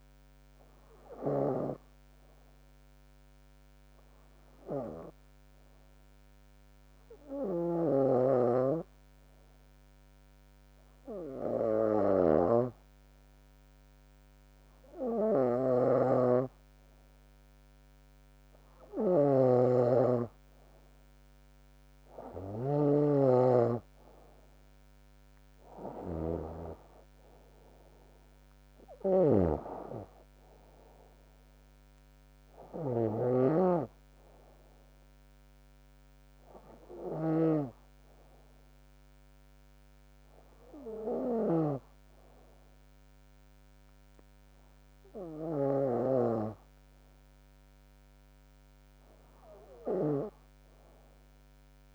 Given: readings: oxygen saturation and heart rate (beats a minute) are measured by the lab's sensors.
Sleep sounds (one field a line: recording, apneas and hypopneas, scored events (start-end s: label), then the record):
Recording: breathing in sleep by a microphone on the trachea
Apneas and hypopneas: 1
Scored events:
2.50-16.00 s: hypopnea (oxygen 94% before, 93% lowest, heart rate 69 before, 63 extreme, up 7 after)
17.00-20.00 s: arousal
From the record:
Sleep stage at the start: N2 (light sleep)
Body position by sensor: on the back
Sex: female